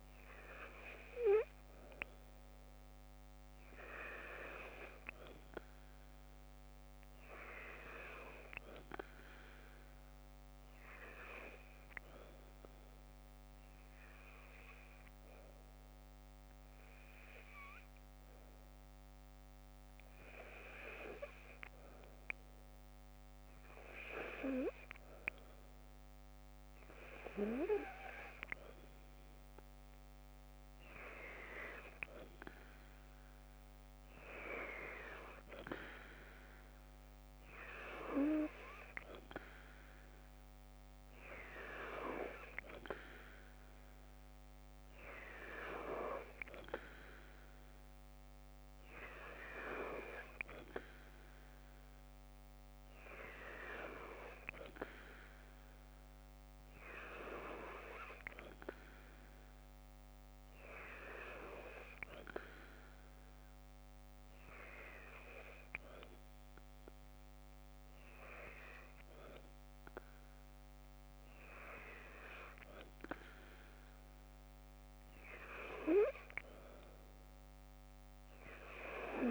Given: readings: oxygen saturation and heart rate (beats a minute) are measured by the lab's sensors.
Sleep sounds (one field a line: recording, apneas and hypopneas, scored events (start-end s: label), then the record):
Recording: breathing in sleep by a microphone on the trachea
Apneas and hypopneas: none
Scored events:
1.50-10.50 s: oxygen desaturation (device-marked, oxygen 95% before, 92% lowest, heart rate 56 before, 54 extreme)
From the record:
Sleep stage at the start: N2 (light sleep)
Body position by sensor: on the left side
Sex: female